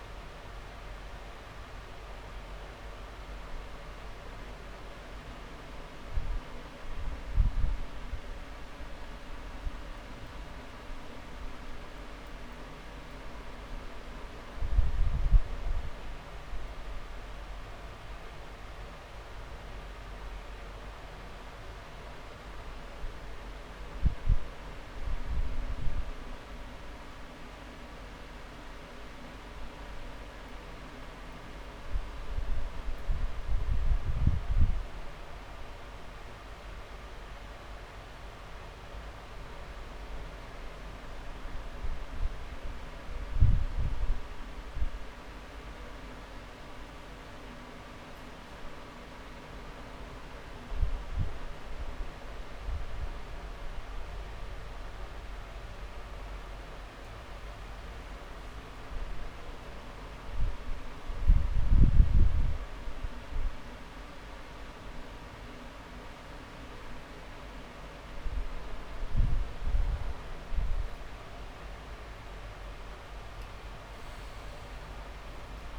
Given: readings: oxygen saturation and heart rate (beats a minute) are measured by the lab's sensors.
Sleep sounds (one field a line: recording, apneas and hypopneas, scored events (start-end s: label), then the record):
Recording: breathing in sleep, hard to hear, by a room microphone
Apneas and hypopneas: none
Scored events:
0.00-1.00 s: long interval between heartbeats (device-marked)
1.50-8.50 s: drop in pulse transit time (device-marked)
2.50-4.50 s: long interval between heartbeats (device-marked)
5.00-7.00 s: long interval between heartbeats (device-marked)
8.50-10.50 s: long interval between heartbeats (device-marked)
12.00-14.00 s: long interval between heartbeats (device-marked)
15.00-17.00 s: long interval between heartbeats (device-marked, heart rate 31 before, 40 extreme)
18.50-20.50 s: long interval between heartbeats (device-marked, heart rate 35 before, 38 extreme)
24.50-26.50 s: long interval between heartbeats (device-marked, heart rate 38 before, 35 extreme)
27.50-29.50 s: long interval between heartbeats (device-marked, heart rate 37 before, 33 extreme)
34.50-36.50 s: long interval between heartbeats (device-marked, heart rate 35 before, 28 extreme)
38.50-40.50 s: long interval between heartbeats (device-marked, heart rate 33 before, 27 extreme)
42.00-44.00 s: long interval between heartbeats (device-marked, heart rate 31 before, 31 extreme)
50.50-52.50 s: long interval between heartbeats (device-marked)
54.50-56.50 s: long interval between heartbeats (device-marked)
58.00-60.00 s: long interval between heartbeats (device-marked)
62.50-64.50 s: long interval between heartbeats (device-marked)
66.50-68.50 s: long interval between heartbeats (device-marked)
70.50-72.50 s: long interval between heartbeats (device-marked)
70.50-74.50 s: arousal
From the record:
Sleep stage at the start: N2 (light sleep)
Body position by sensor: on the back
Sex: male